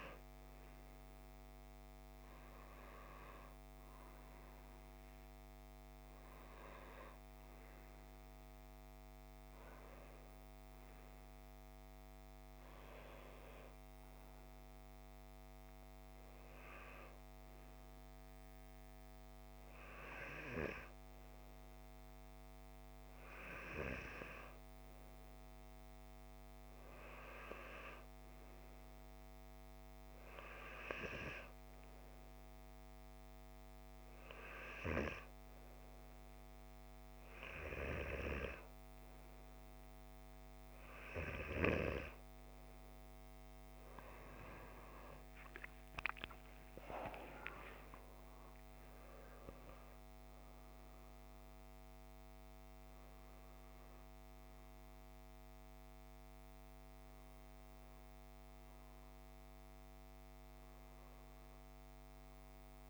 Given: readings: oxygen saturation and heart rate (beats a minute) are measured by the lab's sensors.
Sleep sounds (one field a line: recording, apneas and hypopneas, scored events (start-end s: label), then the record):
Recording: breathing in sleep by a microphone on the trachea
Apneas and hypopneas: none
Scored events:
0.00-1.50 s: arousal
4.00-18.00 s: oxygen desaturation (device-marked, oxygen 95% before, 91% lowest)
48.00-62.90 s: new sleep stage, awake
From the record:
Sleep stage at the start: N2 (light sleep)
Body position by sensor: on the back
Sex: male